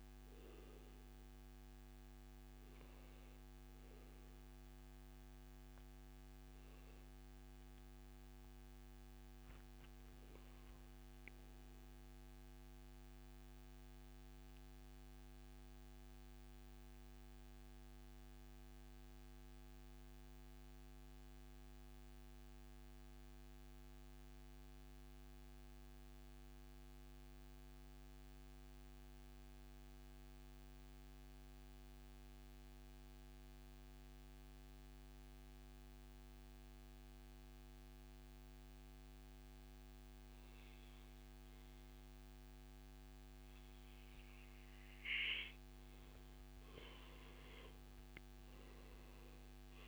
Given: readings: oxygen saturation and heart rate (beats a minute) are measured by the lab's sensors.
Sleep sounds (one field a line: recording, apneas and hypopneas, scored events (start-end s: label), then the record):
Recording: breathing in sleep, hard to hear, by a microphone on the trachea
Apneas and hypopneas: 1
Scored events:
0.00-5.50 s: oxygen desaturation (device-marked, oxygen 91% lowest, heart rate 83 extreme)
12.50-44.50 s: mixed apnea (oxygen 95% before, 91% lowest, heart rate 142 before, 83 extreme, up 17 after)
19.00-21.00 s: long interval between heartbeats (device-marked, heart rate 143 before, 135 extreme)
45.50-49.88 s: oxygen desaturation (device-marked, oxygen 98% before, 91% lowest, heart rate 103 before, 105 extreme)
46.50-49.88 s: arousal
From the record:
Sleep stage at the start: N2 (light sleep)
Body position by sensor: on the back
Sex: male